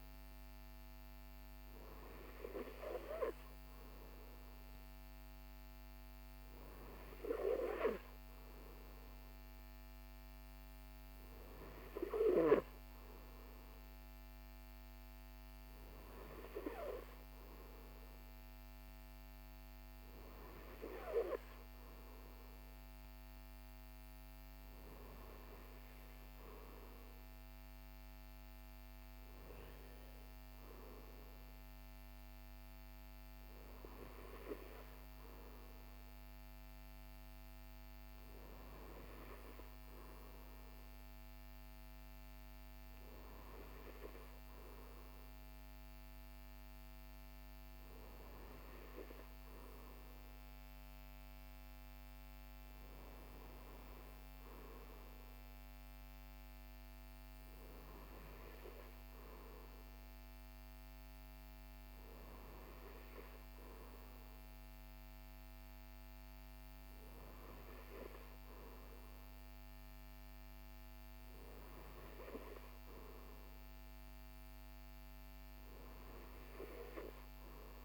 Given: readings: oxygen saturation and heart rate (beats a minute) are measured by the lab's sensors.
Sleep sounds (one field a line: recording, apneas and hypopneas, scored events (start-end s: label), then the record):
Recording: breathing in sleep by a microphone on the trachea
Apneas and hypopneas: none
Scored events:
none scored
From the record:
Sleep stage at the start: N2 (light sleep)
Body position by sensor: on the right side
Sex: male